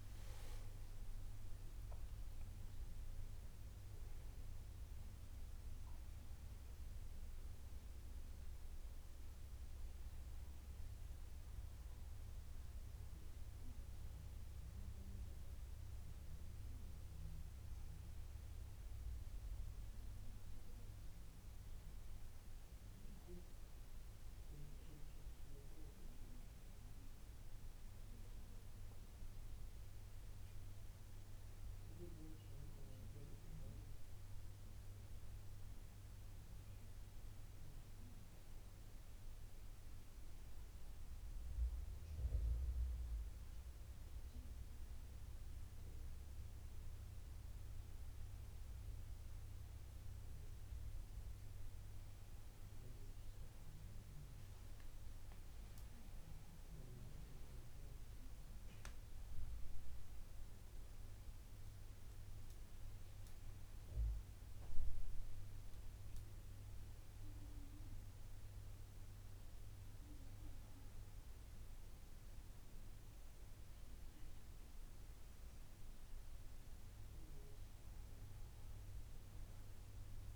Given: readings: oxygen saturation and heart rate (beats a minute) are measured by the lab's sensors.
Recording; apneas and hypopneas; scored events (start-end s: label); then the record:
breathing in sleep, hard to hear, by a room microphone; none
none scored
From the record:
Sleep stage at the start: N2 (light sleep); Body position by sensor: on the back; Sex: male